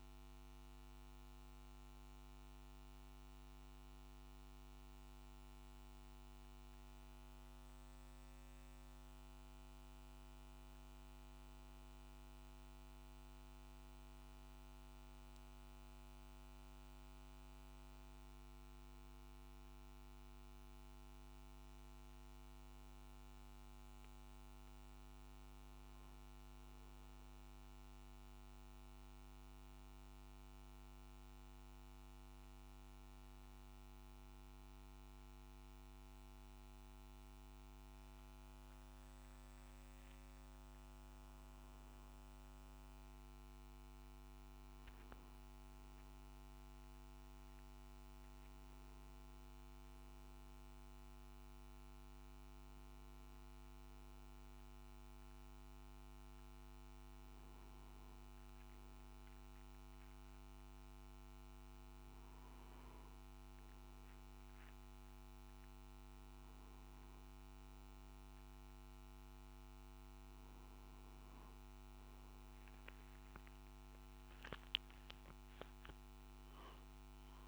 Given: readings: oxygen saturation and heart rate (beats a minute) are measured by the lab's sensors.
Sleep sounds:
breathing in sleep, hard to hear, by a microphone on the trachea; none
72.50-75.50 s: arousal
From the record:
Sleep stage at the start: N2 (light sleep); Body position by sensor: on the back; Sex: male

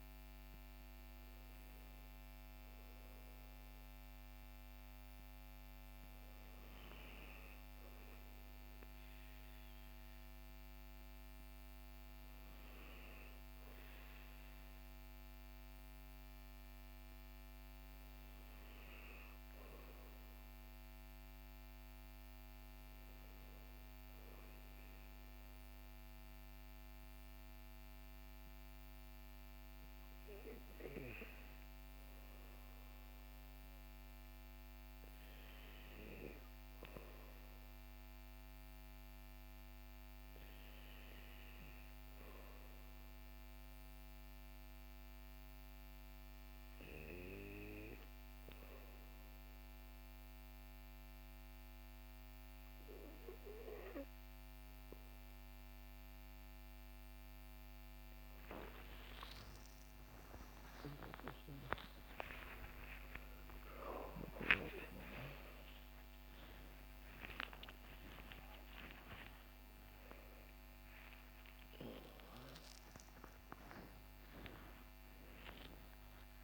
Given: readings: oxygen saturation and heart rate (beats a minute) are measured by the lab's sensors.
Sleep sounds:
breathing in sleep by a microphone on the trachea; 1
37.00-56.50 s: hypopnea (oxygen 97% before, 93% lowest, heart rate 52 before, 46 extreme)
67.00-76.43 s: new sleep stage, awake
From the record:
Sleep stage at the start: N2 (light sleep); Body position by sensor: on the back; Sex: male

